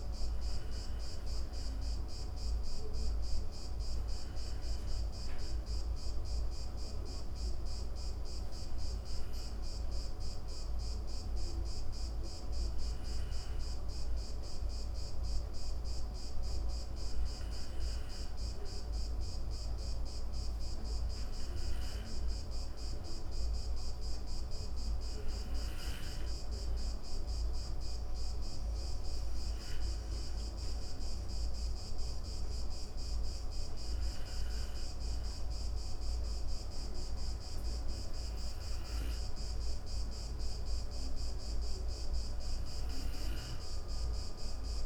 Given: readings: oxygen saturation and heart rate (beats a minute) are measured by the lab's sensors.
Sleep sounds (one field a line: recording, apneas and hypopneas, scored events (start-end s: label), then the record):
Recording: breathing in sleep, hard to hear, by a room microphone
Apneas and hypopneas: 1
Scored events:
0.00-6.00 s: oxygen desaturation (device-marked, oxygen 91% lowest, heart rate 67 extreme)
4.00-17.00 s: hypopnea (oxygen 96% before, 93% lowest, heart rate 127 before, 36 extreme)
18.50-22.00 s: arousal
23.00-39.00 s: oxygen desaturation (device-marked, oxygen 96% before, 93% lowest, heart rate 108 before, 36 extreme)
From the record:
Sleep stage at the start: N2 (light sleep)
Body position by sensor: on the back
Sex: female